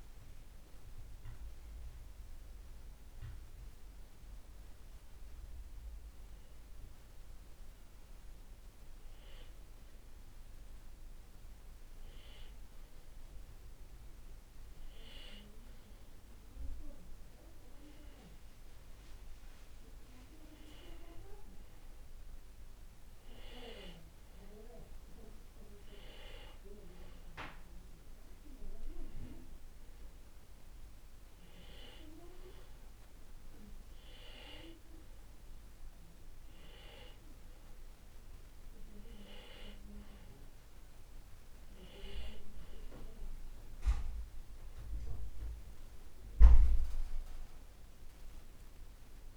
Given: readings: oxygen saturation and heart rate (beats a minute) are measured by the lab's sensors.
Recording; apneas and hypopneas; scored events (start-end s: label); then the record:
breathing in sleep by a room microphone; 1
2.00-17.00 s: hypopnea (oxygen 96% before, 93% lowest, heart rate 61 before, 54 extreme, up 10 after)
19.00-22.50 s: arousal
From the record:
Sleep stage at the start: N2 (light sleep); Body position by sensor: on the back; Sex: male